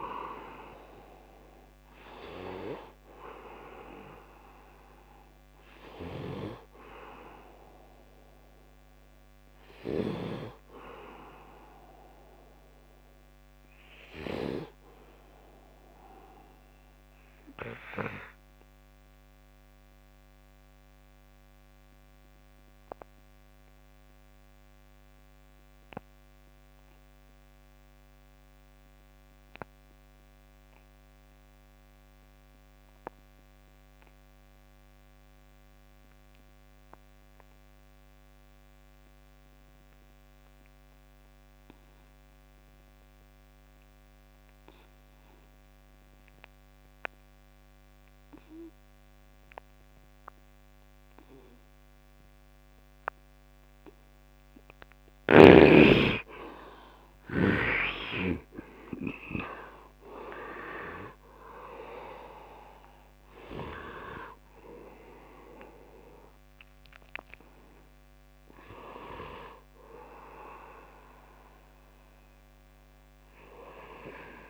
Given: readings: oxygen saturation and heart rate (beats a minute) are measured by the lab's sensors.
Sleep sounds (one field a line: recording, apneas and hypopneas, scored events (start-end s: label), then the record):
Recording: breathing in sleep by a microphone on the trachea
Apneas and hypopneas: 1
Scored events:
0.00-25.50 s: oxygen desaturation (device-marked, oxygen 76% lowest, heart rate 71 extreme)
13.50-55.50 s: obstructive apnea (oxygen 98% before, 70% lowest, heart rate 78 before, 72 extreme, up 8 after)
36.50-74.50 s: oxygen desaturation (device-marked, oxygen 100% before, 70% lowest, heart rate 74 before, 68 extreme)
55.00-58.50 s: snoring (device-marked)
59.50-74.50 s: new sleep stage, N1 (lightest sleep)
From the record:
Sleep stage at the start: N2 (light sleep)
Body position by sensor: on the right side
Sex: male